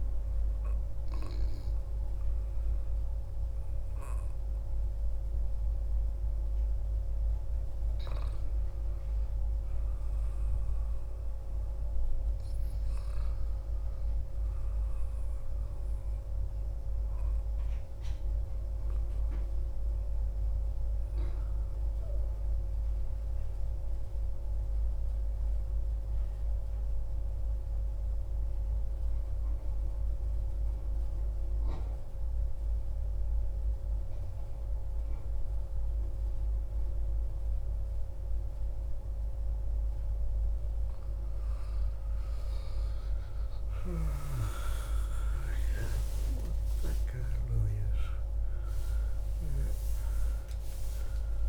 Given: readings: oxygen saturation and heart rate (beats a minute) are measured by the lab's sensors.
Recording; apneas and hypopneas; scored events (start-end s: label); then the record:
breathing in sleep by a room microphone; 1
22.50-39.50 s: obstructive apnea (oxygen 96% before, 92% lowest, heart rate 64 before, 62 extreme)
49.50-51.49 s: new sleep stage, awake
From the record:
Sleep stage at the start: N2 (light sleep); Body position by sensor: on the back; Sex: male